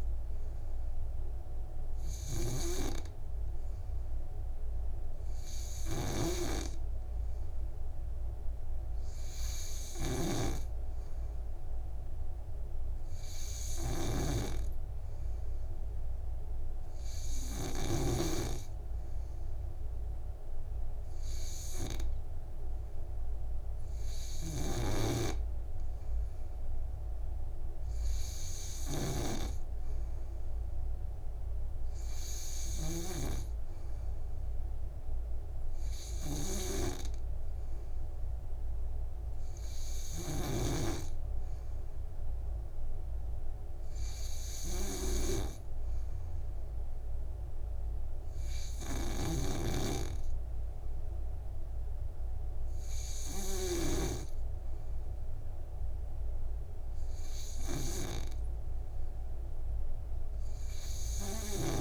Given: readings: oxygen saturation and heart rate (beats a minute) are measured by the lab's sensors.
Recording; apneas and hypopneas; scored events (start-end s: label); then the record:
breathing in sleep by a room microphone; none
0.00-18.50 s: snoring (device-marked)
25.00-54.50 s: snoring (device-marked)
From the record:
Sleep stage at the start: N2 (light sleep); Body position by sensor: on the back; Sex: male